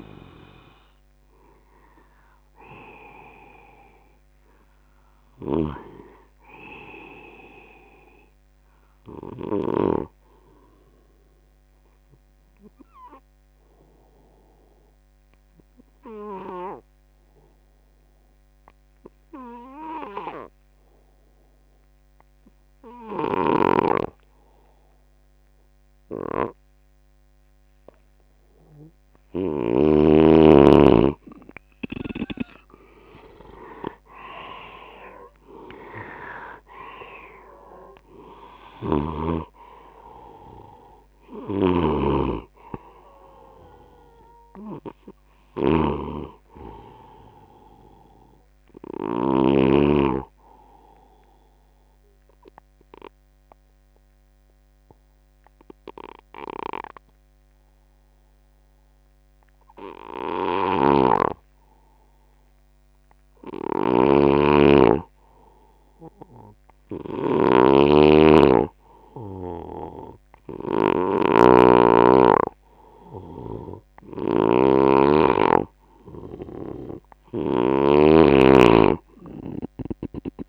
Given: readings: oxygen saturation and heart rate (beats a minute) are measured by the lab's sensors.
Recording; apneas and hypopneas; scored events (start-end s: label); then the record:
breathing in sleep by a microphone on the trachea; 2
5.50-10.00 s: snoring (device-marked)
11.50-29.50 s: obstructive apnea (oxygen 98% before, 87% lowest, heart rate 79 before, 56 extreme, up 22 after)
12.50-18.50 s: bradycardia (device-marked, heart rate 76 before, 56 extreme)
23.00-30.00 s: snoring (device-marked)
27.50-56.50 s: oxygen desaturation (device-marked, oxygen 96% before, 87% lowest, heart rate 69 before, 64 extreme)
32.00-35.50 s: arousal
38.50-49.50 s: snoring (device-marked)
50.00-63.50 s: obstructive apnea (oxygen 96% before, 87% lowest, heart rate 78 before, 64 extreme, up 5 after)
60.50-77.50 s: snoring (device-marked)
67.50-80.49 s: oxygen desaturation (device-marked, oxygen 98% before, 89% lowest, heart rate 78 before, 62 extreme)
From the record:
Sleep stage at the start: N2 (light sleep); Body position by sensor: on the left side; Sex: male